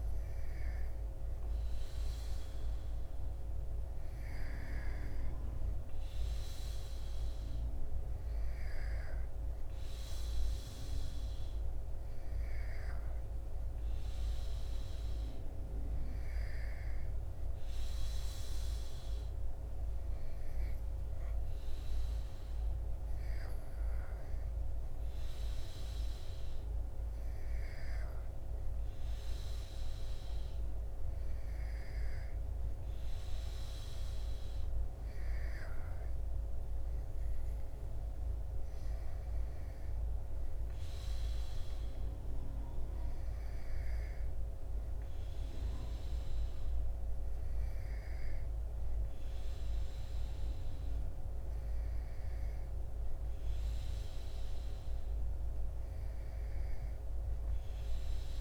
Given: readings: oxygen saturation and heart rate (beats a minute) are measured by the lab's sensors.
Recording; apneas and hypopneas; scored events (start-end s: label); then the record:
breathing in sleep, hard to hear, by a room microphone; none
none scored
From the record:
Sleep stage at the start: N2 (light sleep); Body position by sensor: on the back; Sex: male